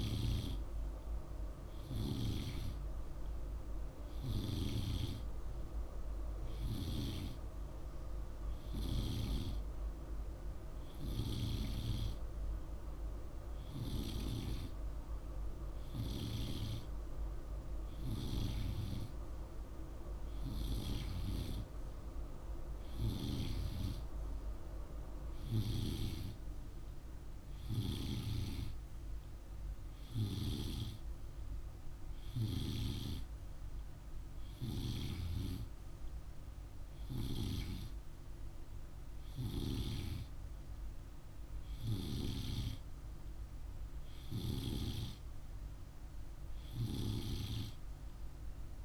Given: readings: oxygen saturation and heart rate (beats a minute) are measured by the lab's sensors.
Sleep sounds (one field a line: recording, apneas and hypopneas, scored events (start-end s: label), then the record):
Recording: breathing in sleep by a room microphone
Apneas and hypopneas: none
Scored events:
none scored
From the record:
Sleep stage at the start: N2 (light sleep)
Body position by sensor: on the right side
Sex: male